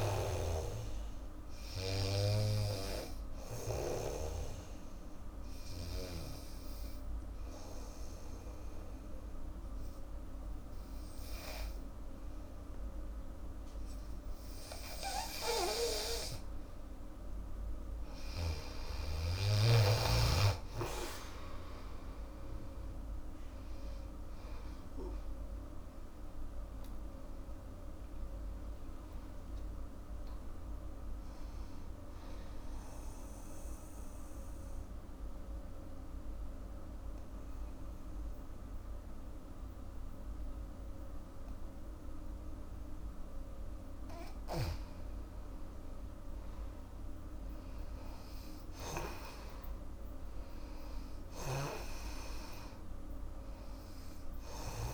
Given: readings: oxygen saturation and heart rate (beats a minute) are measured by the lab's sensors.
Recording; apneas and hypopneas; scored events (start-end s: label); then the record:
breathing in sleep by a room microphone; 2
0.00-4.00 s: snoring (device-marked)
0.00-10.00 s: oxygen desaturation (device-marked, oxygen 92% lowest, heart rate 77 extreme)
4.00-17.00 s: obstructive apnea (oxygen 96% before, 90% lowest, heart rate 80 before, 75 extreme, up 0 after)
22.00-27.00 s: arousal
24.00-41.00 s: oxygen desaturation (device-marked, oxygen 97% before, 93% lowest, heart rate 82 before, 69 extreme)
33.00-44.00 s: obstructive apnea (oxygen 97% before, 88% lowest, heart rate 84 before, 69 extreme, up 11 after)
46.50-49.50 s: arousal
49.00-54.94 s: oxygen desaturation (device-marked, oxygen 99% before, 90% lowest, heart rate 82 before, 69 extreme)
51.00-54.94 s: snoring (device-marked)
From the record:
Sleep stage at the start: N2 (light sleep); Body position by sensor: on the back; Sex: female